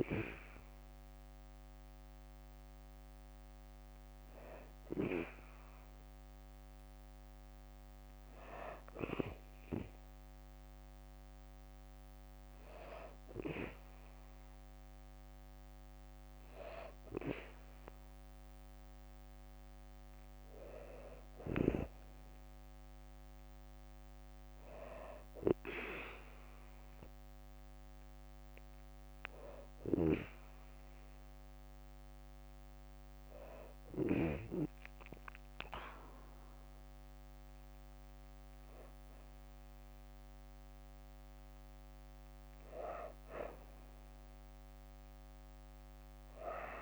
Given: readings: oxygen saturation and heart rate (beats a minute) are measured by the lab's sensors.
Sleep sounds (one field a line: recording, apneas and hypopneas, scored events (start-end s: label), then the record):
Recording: breathing in sleep by a microphone on the trachea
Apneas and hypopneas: none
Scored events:
29.00-34.00 s: snoring (device-marked)
From the record:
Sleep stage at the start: N2 (light sleep)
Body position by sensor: on the back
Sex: female